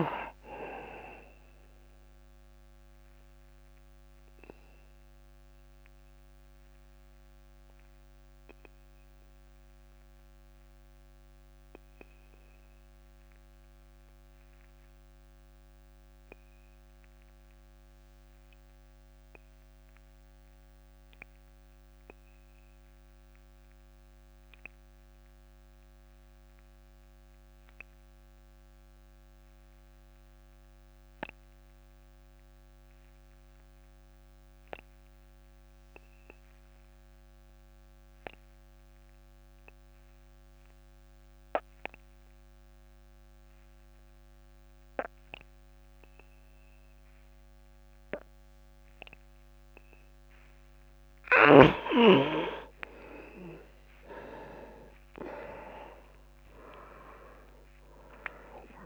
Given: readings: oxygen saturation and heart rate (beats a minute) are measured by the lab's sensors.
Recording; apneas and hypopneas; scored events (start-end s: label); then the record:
breathing in sleep by a microphone on the trachea; 1
0.00-20.00 s: oxygen desaturation (device-marked, oxygen 86% lowest)
1.00-49.00 s: obstructive apnea (oxygen 99% before, 80% lowest)
39.00-58.86 s: oxygen desaturation (device-marked, oxygen 99% before, 80% lowest)
55.00-58.86 s: arousal
From the record:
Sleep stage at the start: N2 (light sleep); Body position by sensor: on the back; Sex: male